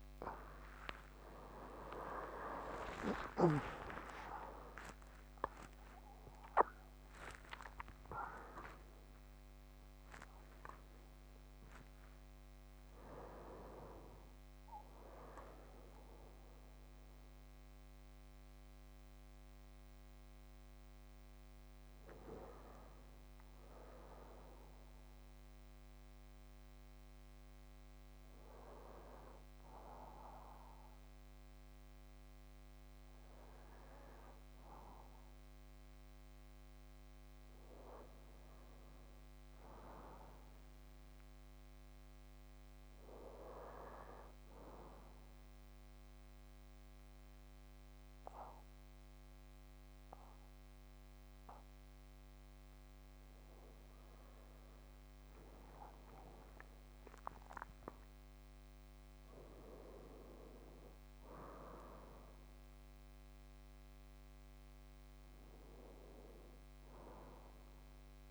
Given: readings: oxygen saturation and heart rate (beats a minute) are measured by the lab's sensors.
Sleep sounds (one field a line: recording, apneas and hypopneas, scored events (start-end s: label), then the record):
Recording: a person partly awake in a sleep study, by a microphone on the trachea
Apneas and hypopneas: 1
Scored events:
27.50-37.50 s: hypopnea (oxygen 96% before, 93% lowest, heart rate 79 before, 55 extreme, up 11 after)
30.00-68.31 s: new sleep stage, N2 (light sleep)
41.00-57.00 s: oxygen desaturation (device-marked, oxygen 98% before, 94% lowest, heart rate 64 before, 53 extreme)
56.00-59.00 s: arousal
From the record:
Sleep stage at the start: awake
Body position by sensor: on the back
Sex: male